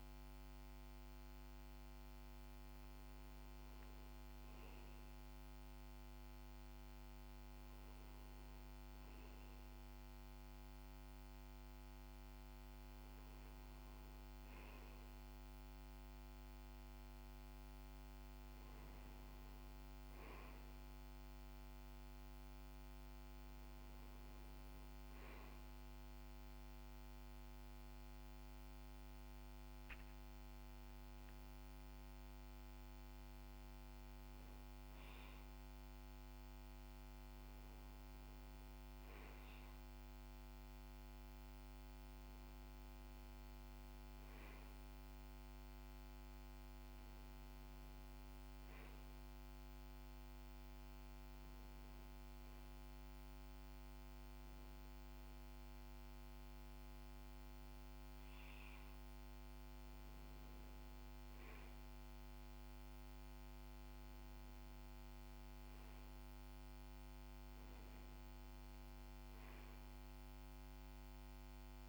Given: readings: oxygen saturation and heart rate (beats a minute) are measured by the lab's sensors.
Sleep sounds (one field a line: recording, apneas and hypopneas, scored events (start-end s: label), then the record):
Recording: breathing in sleep, hard to hear, by a microphone on the trachea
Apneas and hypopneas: none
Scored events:
none scored
From the record:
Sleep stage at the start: REM sleep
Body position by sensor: on the back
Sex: male